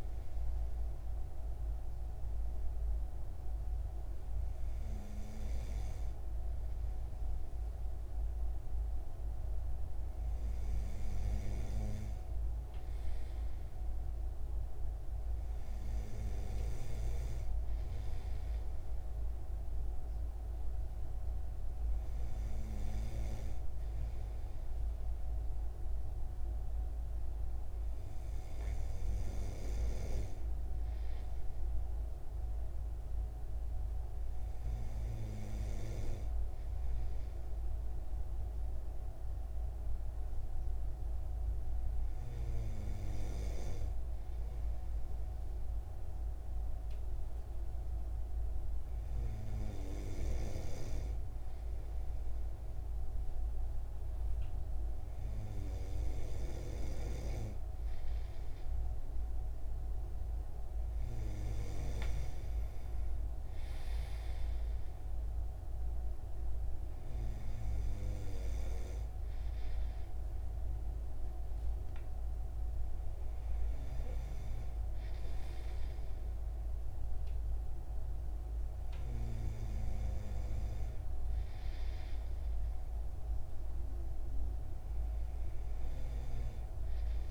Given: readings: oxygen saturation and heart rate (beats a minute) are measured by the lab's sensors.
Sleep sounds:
breathing in sleep by a room microphone; none
none scored
From the record:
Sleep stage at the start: N2 (light sleep); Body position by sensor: on the right side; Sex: male

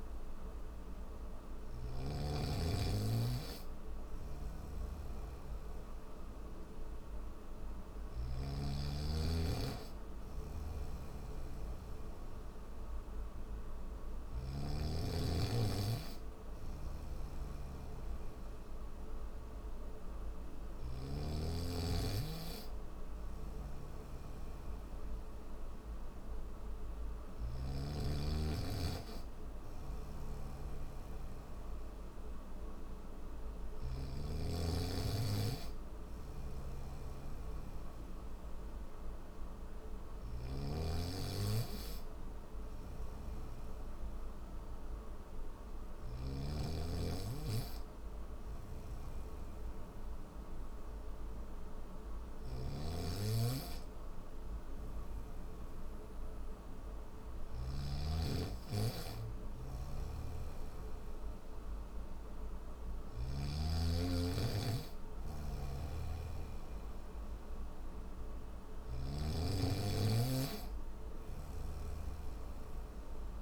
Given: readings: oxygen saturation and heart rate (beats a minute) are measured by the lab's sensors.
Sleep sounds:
breathing in sleep by a room microphone; none
0.00-8.00 s: snoring (device-marked)
10.00-14.00 s: snoring (device-marked)
26.50-33.50 s: snoring (device-marked)
39.50-46.00 s: snoring (device-marked)
52.00-63.00 s: snoring (device-marked)
65.00-73.42 s: snoring (device-marked)
From the record:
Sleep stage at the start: N1 (lightest sleep); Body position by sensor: on the back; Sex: male

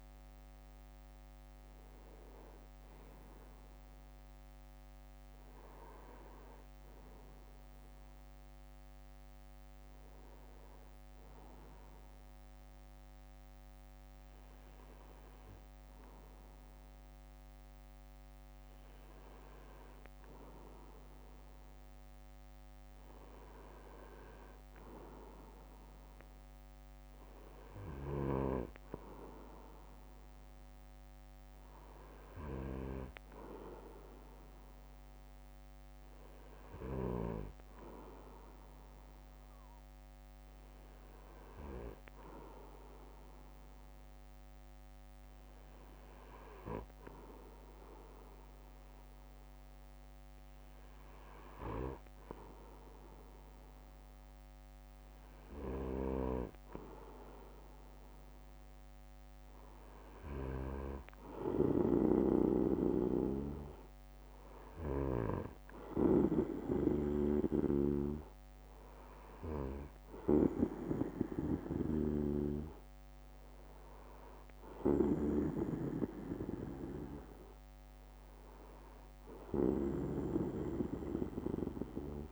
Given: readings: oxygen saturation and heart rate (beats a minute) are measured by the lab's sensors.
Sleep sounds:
breathing in sleep by a microphone on the trachea; none
33.00-35.00 s: bradycardia (device-marked, heart rate 66 before, 63 extreme)
43.00-45.00 s: bradycardia (device-marked, heart rate 66 before, 62 extreme)
46.00-48.00 s: bradycardia (device-marked, heart rate 66 before, 58 extreme)
55.00-57.00 s: bradycardia (device-marked, heart rate 66 before, 61 extreme)
60.00-62.00 s: bradycardia (device-marked, heart rate 66 before, 62 extreme)
72.00-75.00 s: bradycardia (device-marked, heart rate 66 before, 63 extreme)
81.00-82.32 s: bradycardia (device-marked, heart rate 66 before, 63 extreme)
From the record:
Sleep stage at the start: N2 (light sleep); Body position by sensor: on the back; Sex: male

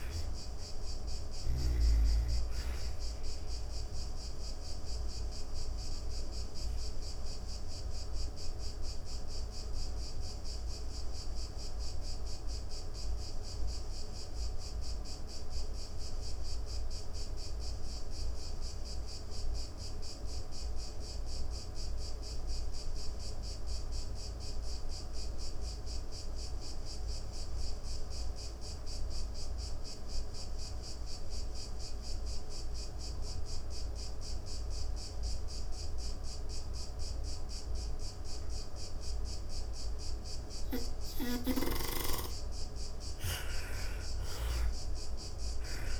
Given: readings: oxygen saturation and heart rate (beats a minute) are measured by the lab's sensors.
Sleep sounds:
breathing in sleep, hard to hear, by a room microphone; 1
0.00-17.00 s: oxygen desaturation (device-marked, oxygen 76% lowest)
6.00-41.00 s: obstructive apnea (oxygen 98% before, 74% lowest)
28.00-46.00 s: oxygen desaturation (device-marked, oxygen 99% before, 74% lowest)
41.50-46.00 s: arousal
From the record:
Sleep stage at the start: N2 (light sleep); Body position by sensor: on the back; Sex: female

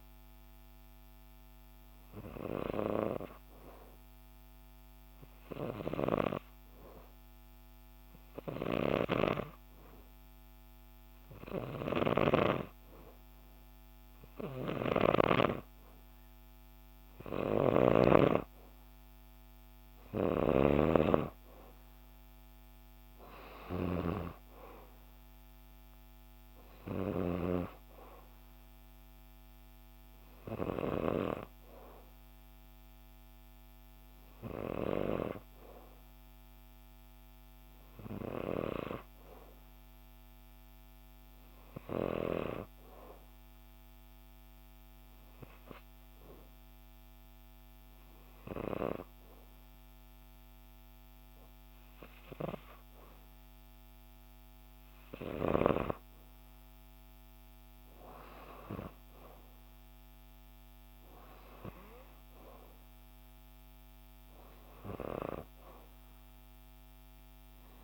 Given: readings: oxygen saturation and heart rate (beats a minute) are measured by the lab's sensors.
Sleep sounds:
breathing in sleep by a microphone on the trachea; 2
4.50-19.00 s: obstructive apnea (oxygen 93% before, 88% lowest, heart rate 60 before, 59 extreme, up 1 after)
17.50-21.00 s: snoring (device-marked)
21.50-25.00 s: arousal
23.50-47.50 s: oxygen desaturation (device-marked, oxygen 93% before, 88% lowest, heart rate 62 before, 59 extreme)
42.00-54.50 s: hypopnea (oxygen 93% before, 89% lowest, heart rate 61 before, 60 extreme, up 3 after)
56.50-60.50 s: arousal
From the record:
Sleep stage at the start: N2 (light sleep); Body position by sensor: on the right side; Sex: female

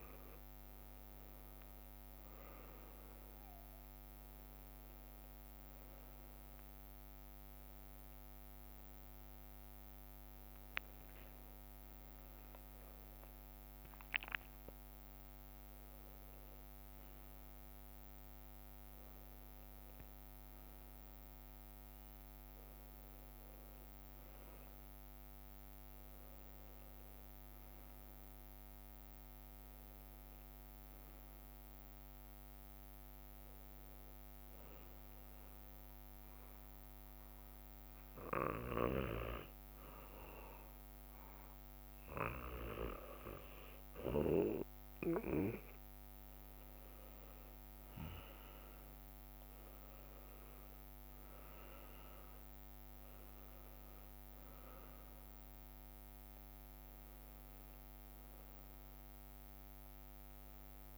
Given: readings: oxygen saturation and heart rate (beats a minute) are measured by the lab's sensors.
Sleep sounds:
breathing in sleep by a microphone on the trachea; 1
1.50-6.00 s: leg movement (device-marked)
7.00-10.50 s: leg movement (device-marked)
11.00-13.00 s: long interval between heartbeats (device-marked, heart rate 66 before, 76 extreme)
11.50-14.00 s: leg movement (device-marked)
15.00-20.00 s: leg movement (device-marked)
20.50-21.50 s: leg movement (device-marked)
24.50-30.00 s: leg movement (device-marked)
26.50-31.00 s: arousal
35.00-46.00 s: hypopnea (oxygen 97% before, 93% lowest, heart rate 69 before, 61 extreme, up 7 after)
43.50-48.00 s: leg movement (device-marked)
48.00-51.50 s: leg movement (device-marked)
49.00-60.98 s: oxygen desaturation (device-marked, oxygen 96% before, 93% lowest, heart rate 64 before, 62 extreme)
53.00-60.98 s: leg movement (device-marked)
55.00-60.98 s: new sleep stage, N2 (light sleep)
55.50-60.98 s: arousal
From the record:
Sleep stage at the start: N1 (lightest sleep); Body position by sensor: on the back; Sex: male

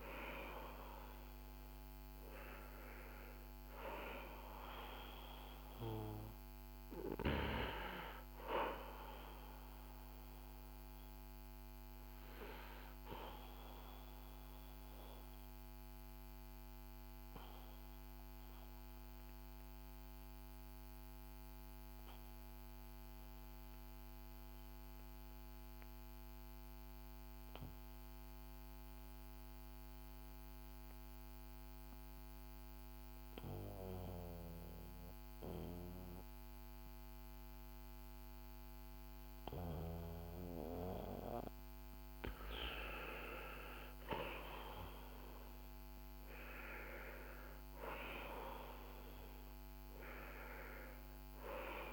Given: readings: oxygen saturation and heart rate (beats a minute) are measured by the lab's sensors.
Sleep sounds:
breathing in sleep by a microphone on the trachea; 1
0.00-3.00 s: arousal
12.50-42.50 s: obstructive apnea (oxygen 97% before, 90% lowest, heart rate 58 before, 48 extreme, up 4 after)
15.00-31.00 s: oxygen desaturation (device-marked, oxygen 94% before, 90% lowest, heart rate 57 before, 48 extreme)
46.50-51.93 s: arousal
From the record:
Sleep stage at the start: N2 (light sleep); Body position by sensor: on the back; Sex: male

